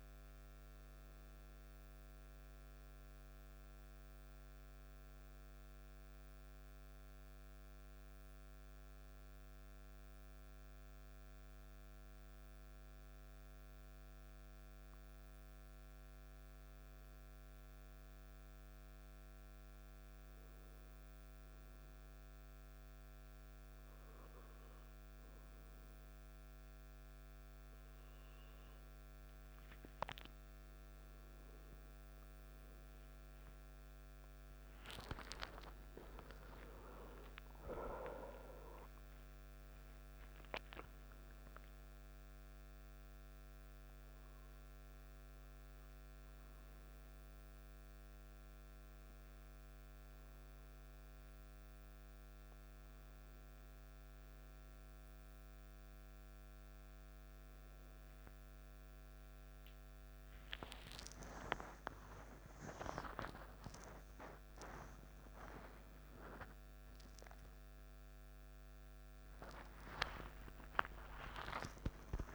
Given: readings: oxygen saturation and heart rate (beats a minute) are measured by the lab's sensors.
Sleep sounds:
a person partly awake in a sleep study, by a microphone on the trachea; 1
7.50-31.00 s: hypopnea (oxygen 98% before, 95% lowest, heart rate 67 before, 53 extreme, up 6 after)
47.00-72.35 s: new sleep stage, awake
From the record:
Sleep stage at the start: N2 (light sleep); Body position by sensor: on the back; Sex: male

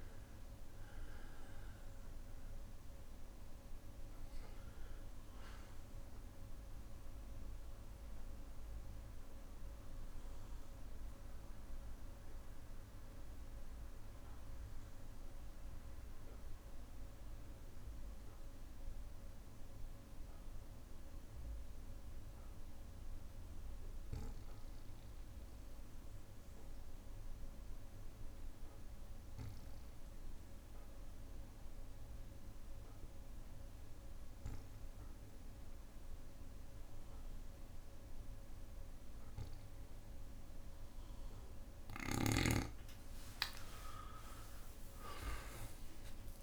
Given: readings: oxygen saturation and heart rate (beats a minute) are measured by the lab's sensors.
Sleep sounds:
breathing in sleep, hard to hear, by a room microphone; 1
0.00-23.00 s: oxygen desaturation (device-marked, oxygen 88% lowest, heart rate 58 extreme)
1.00-3.00 s: long interval between heartbeats (device-marked, heart rate 80 before, 78 extreme)
6.00-8.00 s: long interval between heartbeats (device-marked, heart rate 84 before, 91 extreme)
7.50-41.50 s: obstructive apnea (oxygen 99% before, 88% lowest, heart rate 85 before, 58 extreme, up 32 after)
10.00-22.00 s: bradycardia (device-marked, heart rate 67 before, 58 extreme)
36.00-46.43 s: oxygen desaturation (device-marked, oxygen 99% before, 90% lowest, heart rate 60 before, 58 extreme)
43.50-45.50 s: long interval between heartbeats (device-marked, heart rate 61 before, 71 extreme)
43.50-46.43 s: arousal
From the record:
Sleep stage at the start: N2 (light sleep); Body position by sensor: on the back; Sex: male

